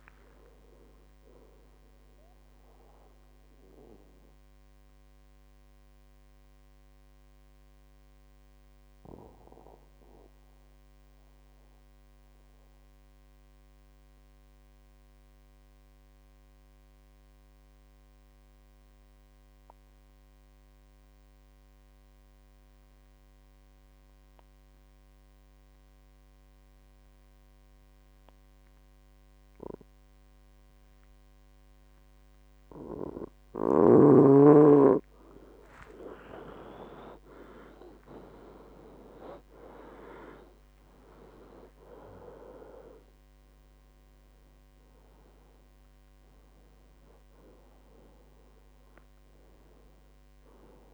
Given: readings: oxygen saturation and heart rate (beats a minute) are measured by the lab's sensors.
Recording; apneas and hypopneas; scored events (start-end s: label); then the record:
breathing in sleep by a microphone on the trachea; 1
0.00-16.50 s: oxygen desaturation (device-marked, oxygen 89% lowest, heart rate 57 extreme)
4.50-33.00 s: mixed apnea (oxygen 98% before, 89% lowest, heart rate 75 before, 57 extreme, up 19 after)
32.50-50.94 s: oxygen desaturation (device-marked, oxygen 98% before, 89% lowest, heart rate 60 before, 55 extreme)
35.50-39.50 s: arousal
From the record:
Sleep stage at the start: N2 (light sleep); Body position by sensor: on the back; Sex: male